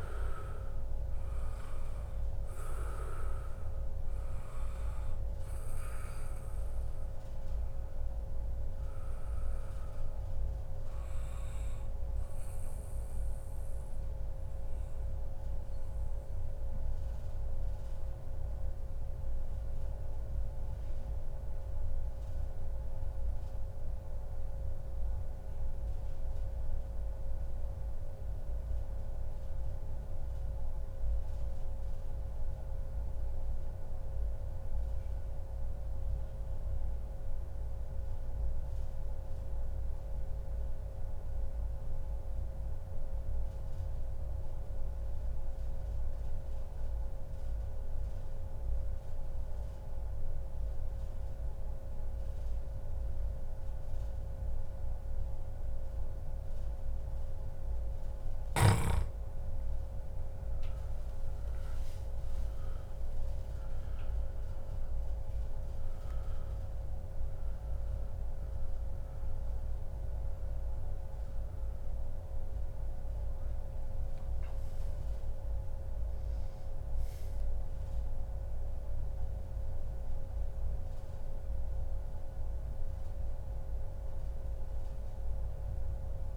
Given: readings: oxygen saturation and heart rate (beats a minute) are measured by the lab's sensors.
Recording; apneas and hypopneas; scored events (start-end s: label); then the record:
breathing in sleep, hard to hear, by a room microphone; 1
0.00-3.00 s: oxygen desaturation (device-marked, oxygen 93% lowest, heart rate 141 extreme)
11.00-57.00 s: mixed apnea (oxygen 98% before, 89% lowest, heart rate 135 before, 114 extreme, up 28 after)
51.00-83.00 s: oxygen desaturation (device-marked, oxygen 97% before, 89% lowest, heart rate 144 before, 101 extreme)
61.50-66.00 s: arousal
From the record:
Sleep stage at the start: N2 (light sleep); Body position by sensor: on the back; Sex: male